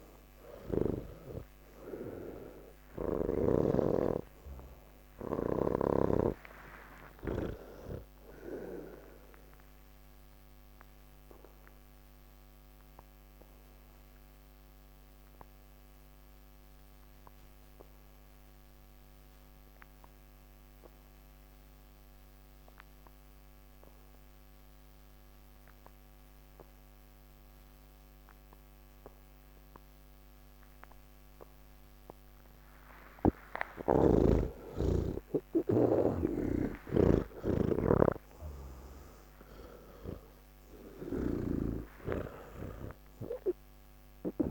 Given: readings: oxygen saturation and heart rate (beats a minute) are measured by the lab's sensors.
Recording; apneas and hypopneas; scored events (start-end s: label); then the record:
breathing in sleep by a microphone on the trachea; 1
0.00-4.00 s: snoring (device-marked)
0.00-19.50 s: oxygen desaturation (device-marked, oxygen 78% lowest)
9.00-31.50 s: obstructive apnea (oxygen 96% before, 78% lowest)
31.50-44.50 s: oxygen desaturation (device-marked, oxygen 98% before, 87% lowest, heart rate 78 before, 28 extreme)
34.00-44.50 s: snoring (device-marked)
From the record:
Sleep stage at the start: N3 (deep sleep); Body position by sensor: on the back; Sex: male